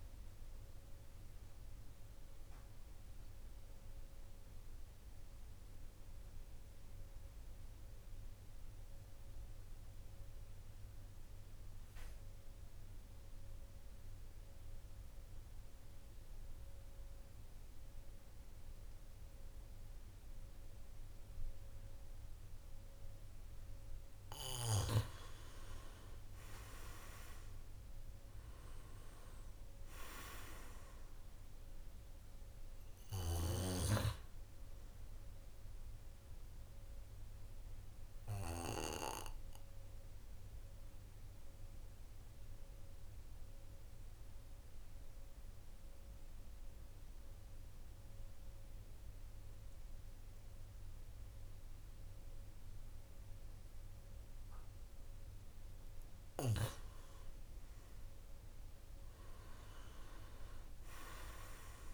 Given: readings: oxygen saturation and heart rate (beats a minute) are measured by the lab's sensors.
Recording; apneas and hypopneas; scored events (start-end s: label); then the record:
breathing in sleep by a room microphone; 2
0.00-10.00 s: oxygen desaturation (device-marked, oxygen 90% lowest, heart rate 47 extreme)
1.00-24.50 s: obstructive apnea (oxygen 99% before, 90% lowest, heart rate 56 before, 47 extreme, up 9 after)
23.00-47.00 s: oxygen desaturation (device-marked, oxygen 99% before, 92% lowest, heart rate 49 before, 47 extreme)
25.50-29.00 s: arousal
36.50-55.50 s: obstructive apnea (oxygen 99% before, 92% lowest, heart rate 53 before, 46 extreme, up 10 after)
57.50-61.00 s: arousal
58.00-61.94 s: oxygen desaturation (device-marked, oxygen 99% before, 92% lowest, heart rate 49 before, 46 extreme)
From the record:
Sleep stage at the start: N2 (light sleep); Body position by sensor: on the back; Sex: male